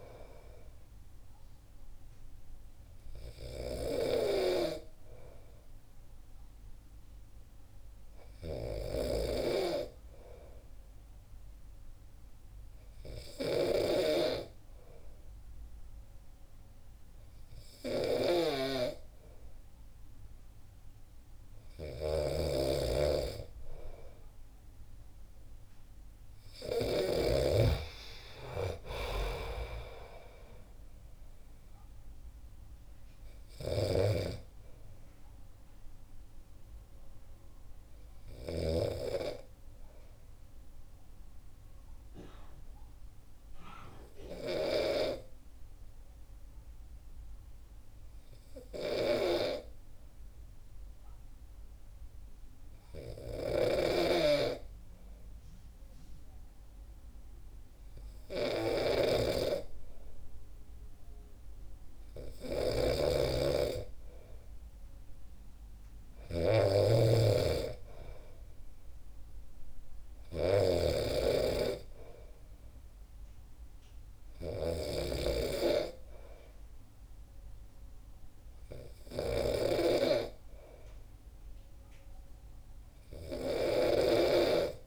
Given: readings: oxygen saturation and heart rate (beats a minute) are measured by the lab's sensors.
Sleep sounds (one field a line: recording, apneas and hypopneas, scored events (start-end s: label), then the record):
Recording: breathing in sleep by a room microphone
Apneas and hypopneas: 2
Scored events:
3.50-23.00 s: hypopnea (oxygen 95% before, 93% lowest, heart rate 65 before, 61 extreme, up 3 after)
22.00-27.50 s: snoring (device-marked)
26.50-30.00 s: arousal
33.50-39.00 s: snoring (device-marked)
38.00-63.00 s: hypopnea (oxygen 96% before, 93% lowest, heart rate 65 before, 61 extreme, up 2 after)
53.50-84.87 s: snoring (device-marked)
62.00-84.87 s: oxygen desaturation (device-marked, oxygen 99% before, 93% lowest, heart rate 64 before, 63 extreme)
66.00-69.00 s: arousal
From the record:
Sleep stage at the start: N2 (light sleep)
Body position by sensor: on the back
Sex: male